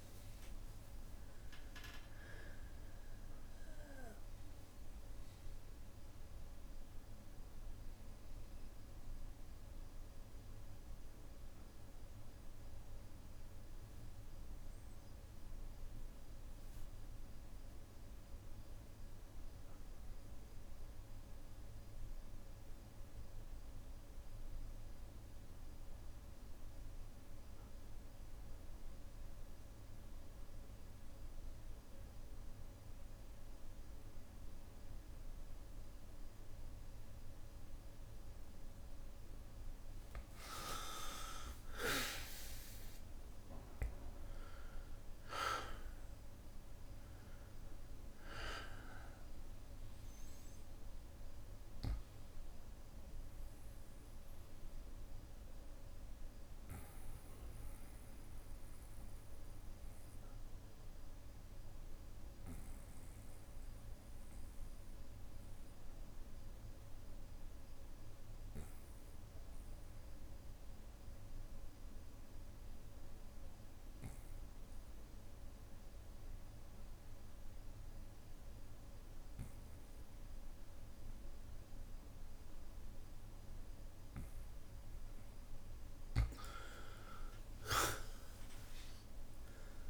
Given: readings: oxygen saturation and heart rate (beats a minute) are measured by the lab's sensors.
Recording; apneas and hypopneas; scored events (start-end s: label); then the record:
breathing in sleep by a room microphone; 2
0.00-1.50 s: tachycardia (device-marked, heart rate 108 extreme)
0.50-2.50 s: long interval between heartbeats (device-marked, heart rate 73 before, 108 extreme)
2.50-14.50 s: oxygen desaturation (device-marked, oxygen 97% before, 93% lowest, heart rate 78 before, 57 extreme)
3.50-37.50 s: obstructive apnea (oxygen 99% before, 91% lowest, heart rate 81 before, 53 extreme, up 2 after)
6.50-28.50 s: bradycardia (device-marked, heart rate 61 before, 57 extreme)
33.50-68.50 s: oxygen desaturation (device-marked, oxygen 99% before, 91% lowest, heart rate 59 before, 53 extreme)
38.50-45.50 s: bradycardia (device-marked, heart rate 61 before, 53 extreme)
40.00-42.00 s: long interval between heartbeats (device-marked, heart rate 59 before, 61 extreme)
40.50-44.50 s: arousal
50.50-79.50 s: bradycardia (device-marked, heart rate 61 before, 55 extreme)
51.00-83.00 s: obstructive apnea (oxygen 99% before, 90% lowest, heart rate 59 before, 55 extreme, up 4 after)
83.50-89.90 s: oxygen desaturation (device-marked, oxygen 99% before, 90% lowest, heart rate 58 before, 57 extreme)
87.00-89.90 s: arousal
From the record:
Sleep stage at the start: N2 (light sleep); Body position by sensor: on the back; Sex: male